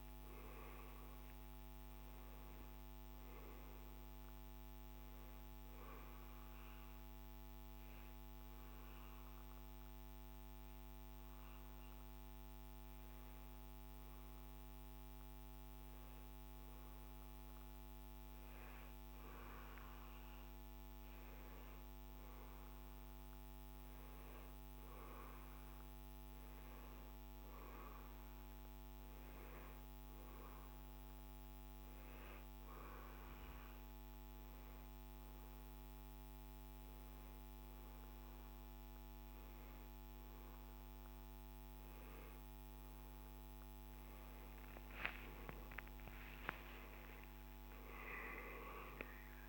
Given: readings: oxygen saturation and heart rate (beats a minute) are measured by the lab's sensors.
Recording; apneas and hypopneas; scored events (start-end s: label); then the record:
breathing in sleep, hard to hear, by a microphone on the trachea; 1
0.00-1.00 s: oxygen desaturation (device-marked, oxygen 92% lowest, heart rate 52 extreme)
6.50-19.00 s: hypopnea (oxygen 99% before, 92% lowest, heart rate 60 before, 54 extreme, up 11 after)
21.00-24.00 s: arousal
44.50-49.49 s: arousal
From the record:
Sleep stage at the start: N2 (light sleep); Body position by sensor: on the back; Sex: male